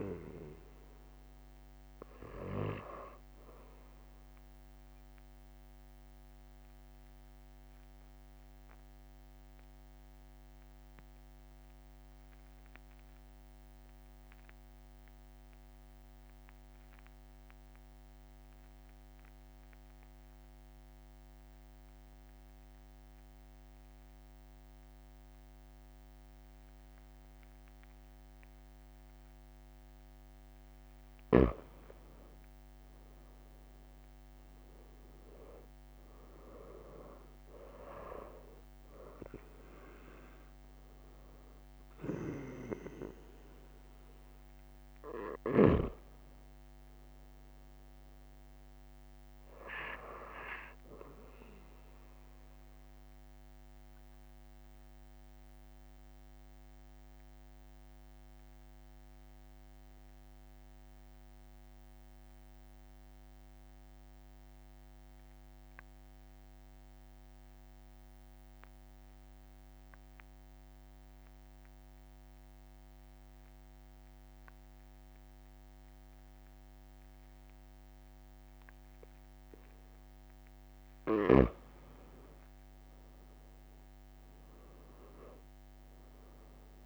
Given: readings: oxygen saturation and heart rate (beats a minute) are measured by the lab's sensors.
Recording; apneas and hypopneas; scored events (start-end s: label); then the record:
breathing in sleep by a microphone on the trachea; 2
3.50-17.50 s: oxygen desaturation (device-marked, oxygen 94% before, 91% lowest)
6.00-32.00 s: obstructive apnea (oxygen 97% before, 91% lowest)
31.50-33.50 s: long interval between heartbeats (device-marked, heart rate 47 before, 46 extreme)
34.00-36.00 s: long interval between heartbeats (device-marked, heart rate 47 before, 38 extreme)
34.00-38.50 s: arousal
40.00-42.00 s: long interval between heartbeats (device-marked)
44.00-46.00 s: long interval between heartbeats (device-marked)
48.50-67.50 s: oxygen desaturation (device-marked, oxygen 95% before, 92% lowest)
49.00-51.00 s: long interval between heartbeats (device-marked, heart rate 32 before, 27 extreme)
54.00-80.50 s: obstructive apnea (oxygen 97% before, 91% lowest)
76.00-78.00 s: long interval between heartbeats (device-marked, heart rate 45 before, 37 extreme)
81.00-83.00 s: long interval between heartbeats (device-marked, heart rate 43 before, 38 extreme)
82.50-86.50 s: arousal
From the record:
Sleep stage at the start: N2 (light sleep); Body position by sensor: on the right side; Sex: male